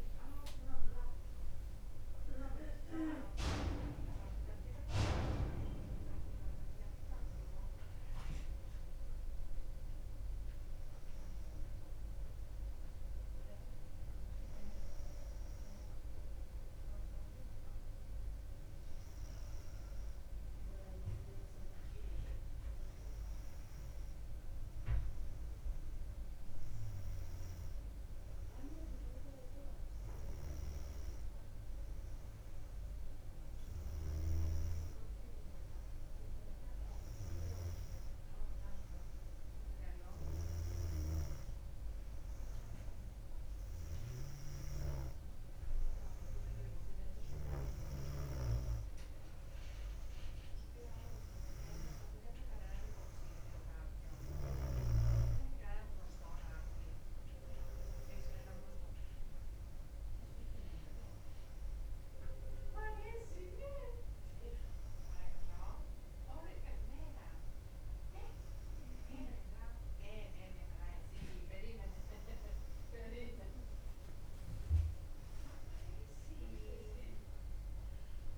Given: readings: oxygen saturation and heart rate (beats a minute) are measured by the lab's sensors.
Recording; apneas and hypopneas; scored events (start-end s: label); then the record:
breathing in sleep by a room microphone; none
0.00-2.50 s: arousal
0.00-5.00 s: drop in pulse transit time (device-marked, heart rate 61 extreme)
From the record:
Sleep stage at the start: N2 (light sleep); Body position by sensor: on the back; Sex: female